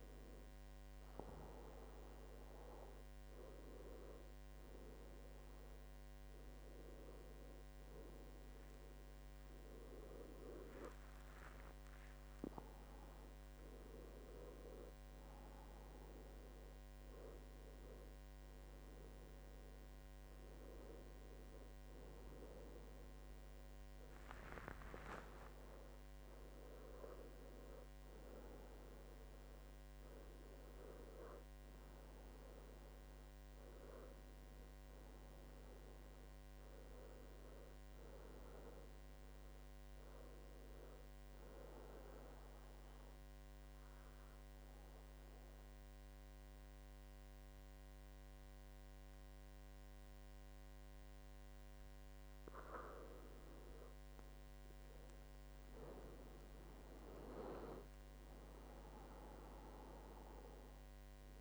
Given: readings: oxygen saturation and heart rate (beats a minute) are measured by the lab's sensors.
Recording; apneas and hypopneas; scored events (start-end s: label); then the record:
breathing in sleep by a microphone on the trachea; 1
12.50-16.00 s: arousal
41.50-52.50 s: obstructive apnea (oxygen 97% before, 92% lowest, heart rate 79 before, 69 extreme, up 9 after)
54.50-58.00 s: arousal
56.50-61.41 s: oxygen desaturation (device-marked, oxygen 96% before, 92% lowest, heart rate 74 before, 67 extreme)
From the record:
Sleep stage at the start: N2 (light sleep); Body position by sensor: on the back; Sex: male